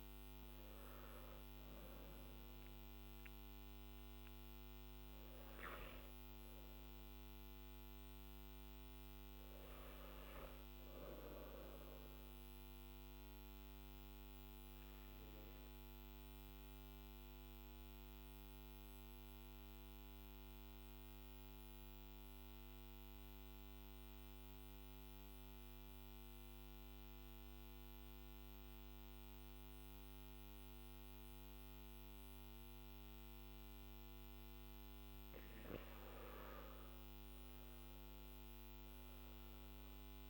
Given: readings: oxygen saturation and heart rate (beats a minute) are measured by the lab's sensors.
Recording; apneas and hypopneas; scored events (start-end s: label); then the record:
breathing in sleep, hard to hear, by a microphone on the trachea; 1
0.00-7.00 s: oxygen desaturation (device-marked, oxygen 91% lowest, heart rate 44 extreme)
12.00-34.00 s: central apnea (oxygen 96% before, 90% lowest, heart rate 53 before, 44 extreme, up 16 after)
From the record:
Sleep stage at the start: N3 (deep sleep); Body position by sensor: on the back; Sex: male